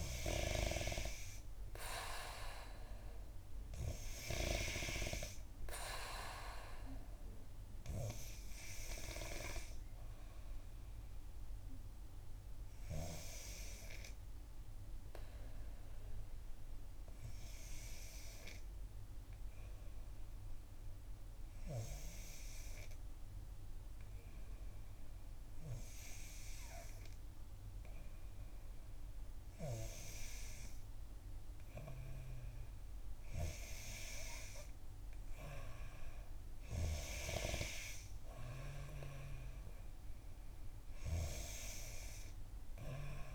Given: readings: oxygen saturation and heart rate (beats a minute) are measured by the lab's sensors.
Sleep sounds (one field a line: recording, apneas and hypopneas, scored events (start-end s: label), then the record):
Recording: breathing in sleep by a room microphone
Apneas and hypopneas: 1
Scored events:
0.00-2.00 s: arousal
10.00-29.00 s: hypopnea (oxygen 92% before, 89% lowest, heart rate 64 before, 58 extreme, up 8 after)
16.50-18.50 s: long interval between heartbeats (device-marked, heart rate 65 before, 61 extreme)
32.50-36.50 s: arousal
From the record:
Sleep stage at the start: N3 (deep sleep)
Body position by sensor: on the back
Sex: female